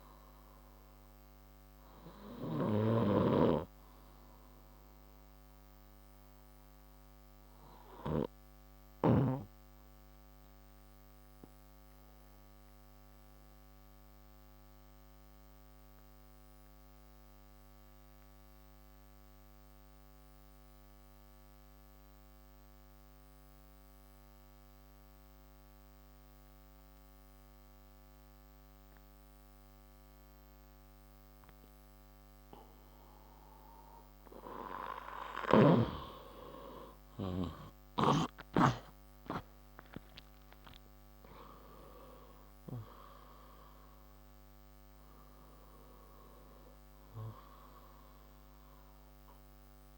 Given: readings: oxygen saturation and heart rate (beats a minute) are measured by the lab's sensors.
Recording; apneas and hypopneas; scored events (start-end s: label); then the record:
breathing in sleep by a microphone on the trachea; 1
3.00-9.50 s: snoring (device-marked)
7.00-33.00 s: obstructive apnea (oxygen 95% before, 90% lowest, heart rate 74 before, 59 extreme, up 7 after)
8.00-25.00 s: oxygen desaturation (device-marked, oxygen 95% before, 90% lowest, heart rate 74 before, 59 extreme)
37.00-41.00 s: arousal
40.00-49.98 s: oxygen desaturation (device-marked, oxygen 98% before, 90% lowest, heart rate 62 before, 56 extreme)
From the record:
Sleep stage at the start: N2 (light sleep); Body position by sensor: on the left side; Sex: male